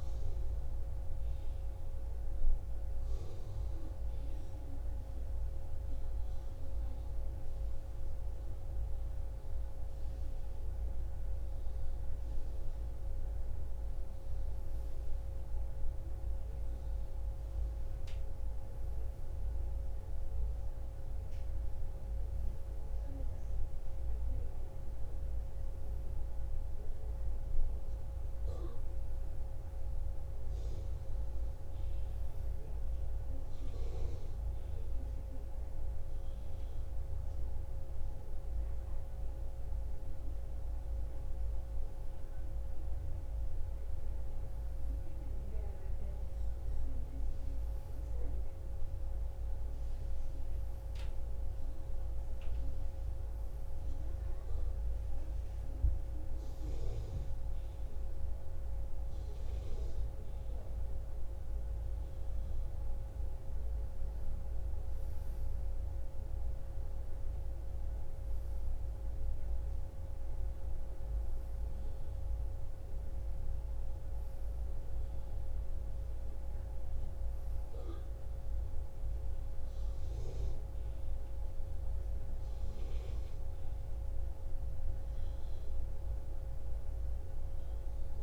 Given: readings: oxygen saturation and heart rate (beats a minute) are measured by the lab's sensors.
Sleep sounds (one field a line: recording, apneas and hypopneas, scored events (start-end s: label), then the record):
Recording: breathing in sleep, hard to hear, by a room microphone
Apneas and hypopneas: none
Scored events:
none scored
From the record:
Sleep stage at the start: N1 (lightest sleep)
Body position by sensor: on the right side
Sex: female